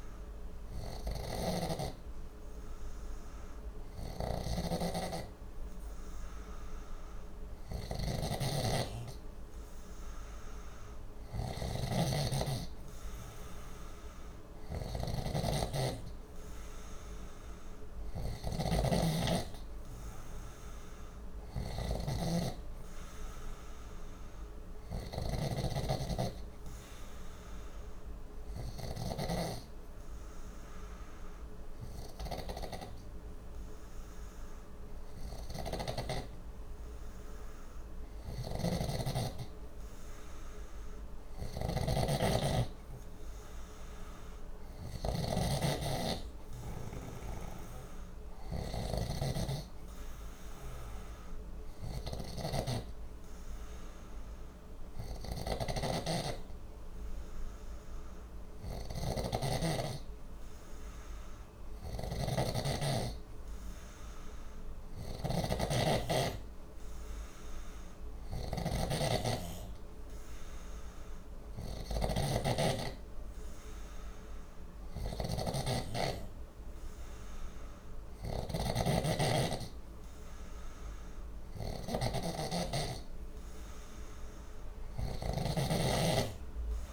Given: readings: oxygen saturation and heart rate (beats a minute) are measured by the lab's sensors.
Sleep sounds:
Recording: breathing in sleep by a room microphone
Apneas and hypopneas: none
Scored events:
0.00-29.00 s: snoring (device-marked)
38.00-86.93 s: snoring (device-marked)
From the record:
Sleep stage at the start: N2 (light sleep)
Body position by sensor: on the left side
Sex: male

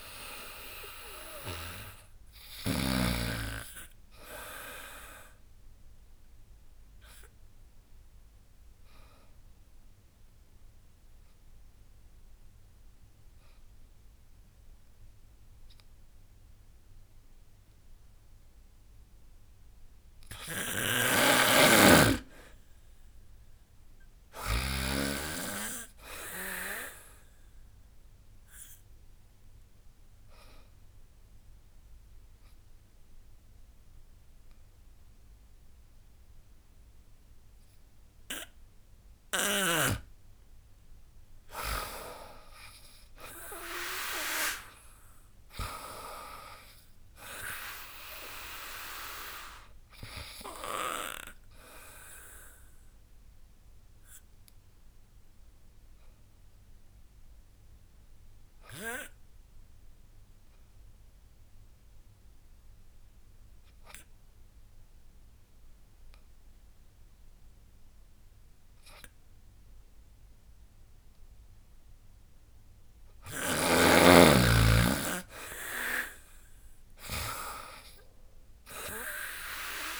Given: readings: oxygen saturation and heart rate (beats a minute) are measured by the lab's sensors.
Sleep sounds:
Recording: breathing in sleep by a room microphone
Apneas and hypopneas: 3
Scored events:
0.00-4.00 s: oxygen desaturation (device-marked, oxygen 92% lowest, heart rate 73 extreme)
0.00-6.00 s: drop in pulse transit time (device-marked, heart rate 75 extreme)
4.50-19.50 s: obstructive apnea (oxygen 95% before, 92% lowest, heart rate 84 before, 73 extreme, up 13 after)
20.00-24.50 s: snoring (device-marked)
21.50-25.00 s: arousal
23.00-32.00 s: drop in pulse transit time (device-marked, heart rate 77 before, 83 extreme)
28.50-39.50 s: obstructive apnea (oxygen 99% before, 93% lowest, heart rate 79 before, 65 extreme, up 7 after)
29.00-41.00 s: oxygen desaturation (device-marked, oxygen 99% before, 93% lowest, heart rate 80 before, 65 extreme)
42.00-53.00 s: drop in pulse transit time (device-marked, heart rate 83 before, 75 extreme)
42.50-45.50 s: arousal
43.00-62.00 s: oxygen desaturation (device-marked, oxygen 98% before, 94% lowest, heart rate 83 before, 65 extreme)
52.00-71.50 s: obstructive apnea (oxygen 98% before, 93% lowest, heart rate 82 before, 65 extreme, up 15 after)
74.00-77.50 s: arousal
75.00-80.00 s: drop in pulse transit time (device-marked, heart rate 70 before, 73 extreme)
75.00-80.00 s: oxygen desaturation (device-marked, oxygen 98% before, 93% lowest, heart rate 70 before, 68 extreme)
From the record:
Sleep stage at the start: N2 (light sleep)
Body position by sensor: on the back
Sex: female

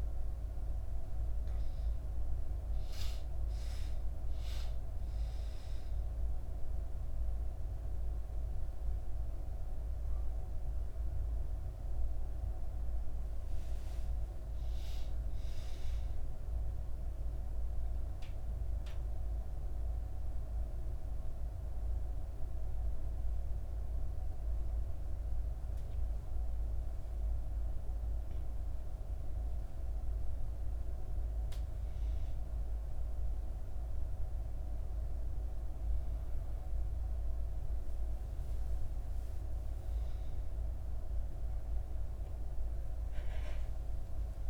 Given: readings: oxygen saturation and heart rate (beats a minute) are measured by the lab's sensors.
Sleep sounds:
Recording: breathing in sleep, hard to hear, by a room microphone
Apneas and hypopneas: 1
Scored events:
17.00-29.50 s: central apnea (oxygen 99% before, 95% lowest, heart rate 70 before, 65 extreme, up 3 after)
38.00-44.50 s: oxygen desaturation (device-marked, oxygen 98% before, 95% lowest, heart rate 66 before, 62 extreme)
42.50-44.50 s: arousal
From the record:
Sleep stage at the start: N1 (lightest sleep)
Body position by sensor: on the back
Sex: female

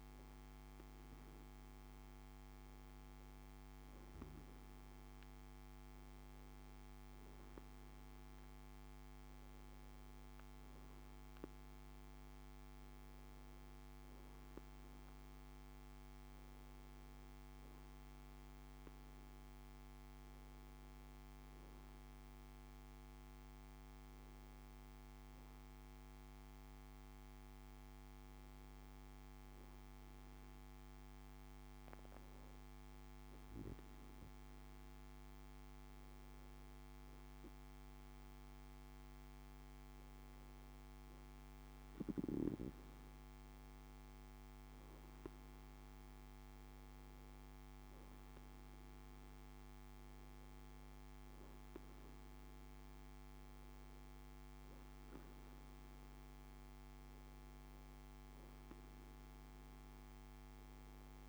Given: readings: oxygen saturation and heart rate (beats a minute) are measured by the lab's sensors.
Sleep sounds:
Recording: breathing in sleep, hard to hear, by a microphone on the trachea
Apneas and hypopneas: none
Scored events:
none scored
From the record:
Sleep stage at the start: N2 (light sleep)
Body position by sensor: on the back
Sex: male

